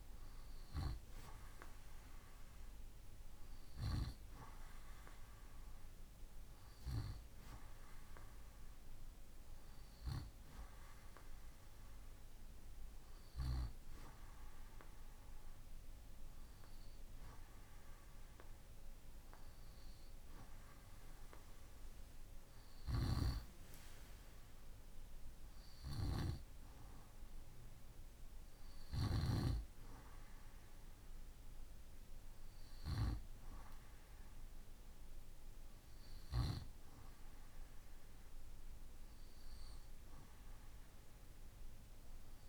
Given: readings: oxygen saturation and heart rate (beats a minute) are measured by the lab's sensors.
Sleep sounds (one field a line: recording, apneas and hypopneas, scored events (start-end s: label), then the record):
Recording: breathing in sleep by a room microphone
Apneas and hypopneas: none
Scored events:
none scored
From the record:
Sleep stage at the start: N2 (light sleep)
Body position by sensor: on the right side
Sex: male